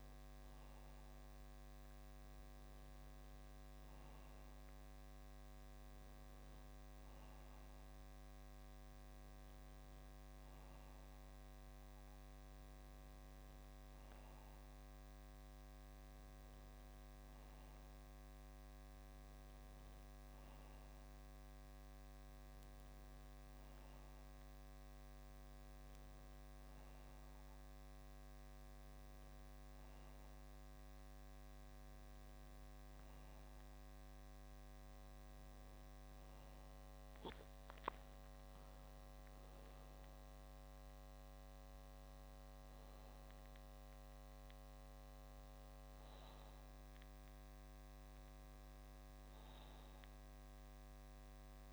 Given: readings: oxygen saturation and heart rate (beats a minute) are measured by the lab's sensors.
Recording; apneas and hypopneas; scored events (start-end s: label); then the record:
breathing in sleep, hard to hear, by a microphone on the trachea; none
none scored
From the record:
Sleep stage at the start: N2 (light sleep); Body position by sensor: on the back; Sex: male